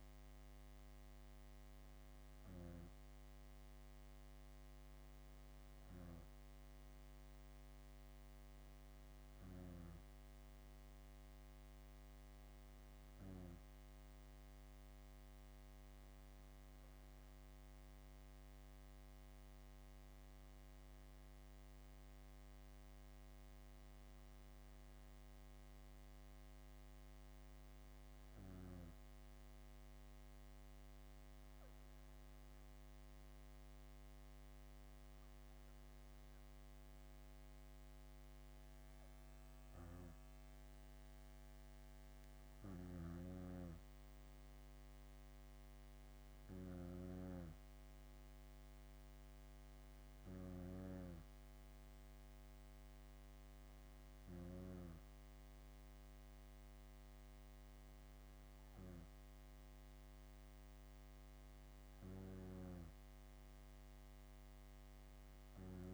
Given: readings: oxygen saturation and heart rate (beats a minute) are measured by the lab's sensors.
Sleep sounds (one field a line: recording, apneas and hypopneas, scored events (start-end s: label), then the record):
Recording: breathing in sleep by a microphone on the trachea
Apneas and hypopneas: none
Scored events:
42.50-50.50 s: snoring (device-marked)
From the record:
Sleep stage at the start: N2 (light sleep)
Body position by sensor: on the back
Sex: female